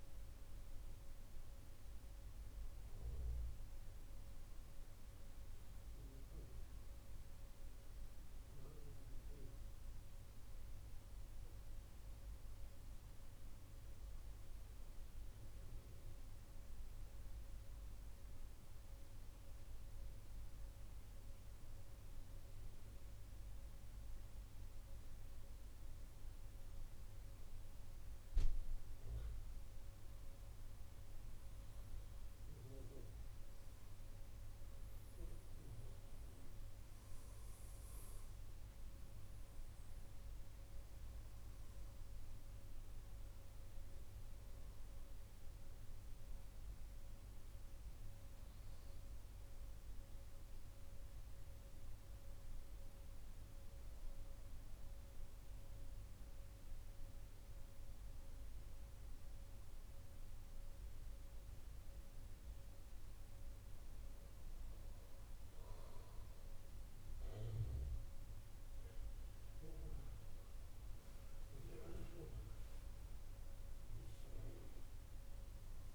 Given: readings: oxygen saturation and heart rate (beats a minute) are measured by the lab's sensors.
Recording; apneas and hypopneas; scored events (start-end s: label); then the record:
breathing in sleep, hard to hear, by a room microphone; 2
9.00-13.00 s: arousal
17.00-29.50 s: central apnea (oxygen 96% before, 92% lowest, heart rate 173 before, 165 extreme, up 15 after)
31.00-35.00 s: arousal
34.00-51.00 s: oxygen desaturation (device-marked, oxygen 96% before, 92% lowest, heart rate 187 before, 143 extreme)
46.50-63.50 s: obstructive apnea (oxygen 97% before, 93% lowest, heart rate 181 before, 130 extreme)
65.50-69.50 s: arousal
From the record:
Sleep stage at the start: N2 (light sleep); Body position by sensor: on the back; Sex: male